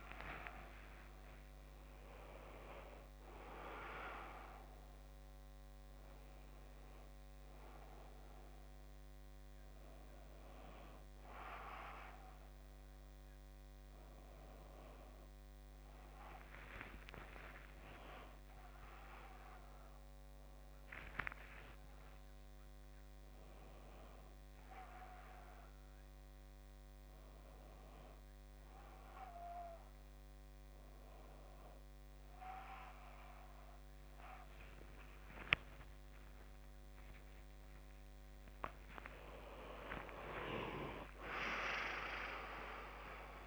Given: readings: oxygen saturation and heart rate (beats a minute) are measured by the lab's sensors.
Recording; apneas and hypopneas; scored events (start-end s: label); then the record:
a person awake in a sleep study, by a microphone on the trachea; none
25.50-43.47 s: new sleep stage, N1 (lightest sleep)
36.50-38.50 s: long interval between heartbeats (device-marked, heart rate 68 before, 76 extreme)
38.50-40.50 s: long interval between heartbeats (device-marked, heart rate 69 before, 87 extreme)
41.50-43.47 s: oxygen desaturation (device-marked, oxygen 96% before, 92% lowest, heart rate 72 before, 66 extreme)
From the record:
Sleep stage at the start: awake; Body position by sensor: on the back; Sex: male